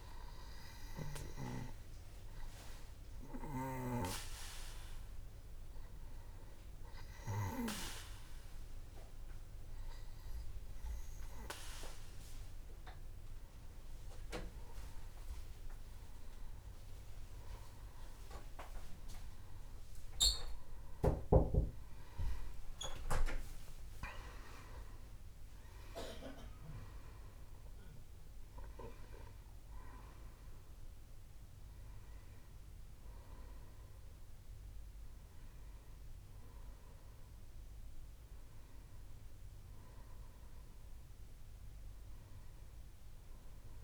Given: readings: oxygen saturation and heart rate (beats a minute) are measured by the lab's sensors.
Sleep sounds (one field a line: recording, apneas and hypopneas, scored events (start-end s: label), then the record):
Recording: breathing in sleep by a room microphone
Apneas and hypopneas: 1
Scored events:
5.00-16.00 s: hypopnea (oxygen 96% before, 94% lowest, heart rate 67 before, 64 extreme, up 4 after)
21.00-24.50 s: arousal
27.00-43.84 s: oxygen desaturation (device-marked, oxygen 97% before, 94% lowest, heart rate 66 before, 62 extreme)
From the record:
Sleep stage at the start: N1 (lightest sleep)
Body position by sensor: on the back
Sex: male